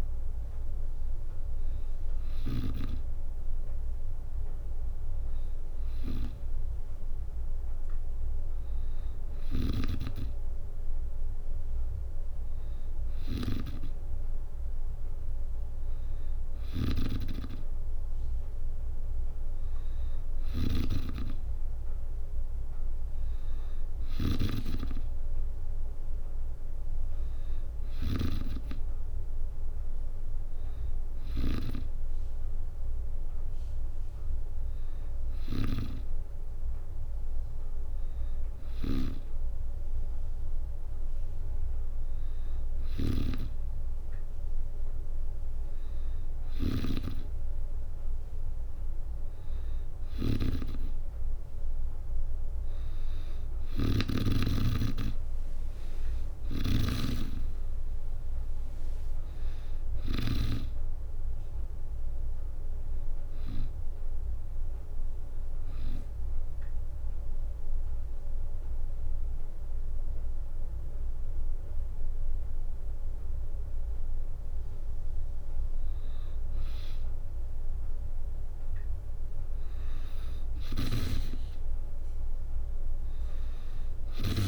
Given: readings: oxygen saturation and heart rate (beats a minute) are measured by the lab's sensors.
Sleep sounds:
breathing in sleep by a room microphone; 1
0.00-2.00 s: snoring (device-marked)
6.00-84.48 s: new sleep stage, N3 (deep sleep)
9.00-60.00 s: snoring (device-marked)
53.00-66.00 s: drop in pulse transit time (device-marked, heart rate 67 before, 65 extreme)
64.50-75.50 s: hypopnea (oxygen 95% before, 91% lowest, heart rate 68 before, 63 extreme, up 2 after)
80.00-84.48 s: snoring (device-marked)
80.50-83.00 s: arousal
From the record:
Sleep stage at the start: N2 (light sleep); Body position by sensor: on the back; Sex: female

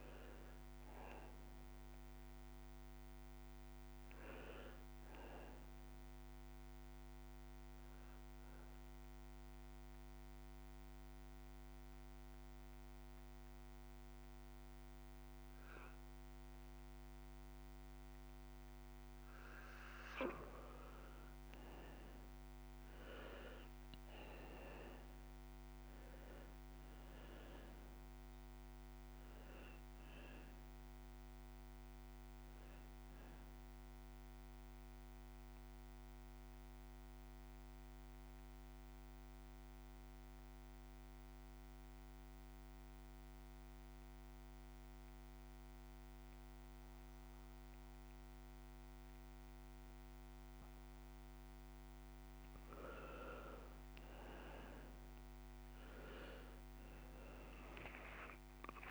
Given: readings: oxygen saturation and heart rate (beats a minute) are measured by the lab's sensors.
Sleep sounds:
breathing in sleep by a microphone on the trachea; 2
0.00-2.50 s: arousal
7.00-18.50 s: obstructive apnea (oxygen 99% before, 89% lowest)
8.00-15.00 s: oxygen desaturation (device-marked, oxygen 99% before, 93% lowest)
21.50-25.50 s: arousal
25.00-46.00 s: oxygen desaturation (device-marked, oxygen 95% before, 90% lowest)
33.50-50.50 s: obstructive apnea (oxygen 97% before, 89% lowest)
53.00-57.50 s: arousal
56.00-58.90 s: oxygen desaturation (device-marked, oxygen 98% before, 89% lowest)
From the record:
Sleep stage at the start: N2 (light sleep); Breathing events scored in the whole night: 235 in 4.4 hours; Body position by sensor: on the back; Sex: male

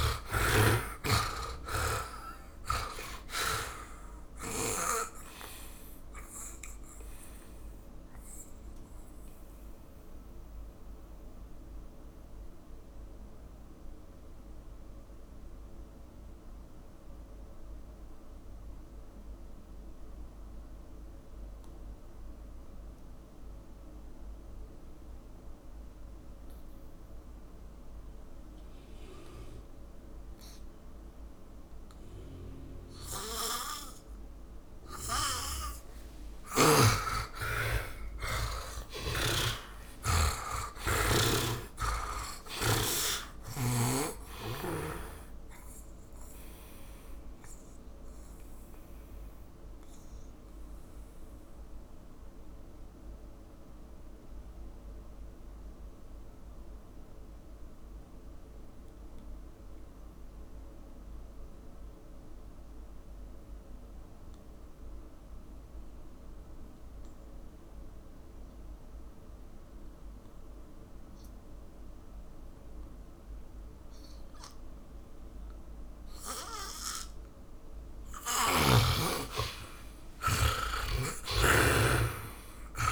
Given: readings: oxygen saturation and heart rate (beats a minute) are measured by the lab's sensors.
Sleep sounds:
breathing in sleep by a room microphone; 2
0.00-2.00 s: arousal
0.00-28.50 s: oxygen desaturation (device-marked, oxygen 75% lowest, heart rate 45 extreme)
1.00-5.00 s: snoring (device-marked)
5.50-35.50 s: mixed apnea (oxygen 100% before, 75% lowest, heart rate 54 before, 47 extreme, up 21 after)
33.50-65.50 s: oxygen desaturation (device-marked, oxygen 100% before, 80% lowest, heart rate 55 before, 43 extreme)
37.50-41.00 s: arousal
39.00-43.00 s: snoring (device-marked)
47.50-78.00 s: mixed apnea (oxygen 100% before, 77% lowest, heart rate 58 before, 43 extreme, up 34 after)
79.00-82.92 s: arousal
From the record:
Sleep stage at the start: N2 (light sleep); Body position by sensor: on the back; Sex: male

